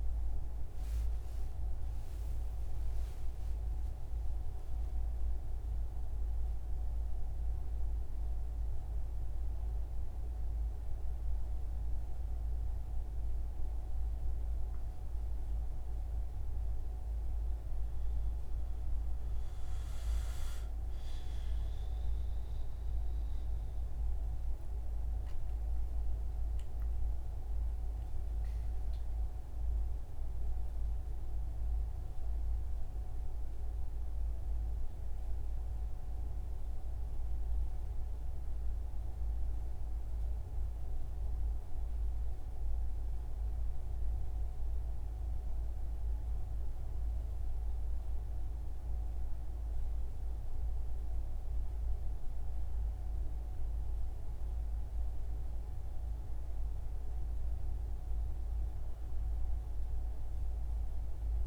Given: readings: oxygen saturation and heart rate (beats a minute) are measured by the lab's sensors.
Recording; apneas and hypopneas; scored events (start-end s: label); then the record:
breathing in sleep, hard to hear, by a room microphone; none
0.00-4.50 s: arousal
25.50-30.00 s: arousal
From the record:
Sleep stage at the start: N1 (lightest sleep); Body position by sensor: on the front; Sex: male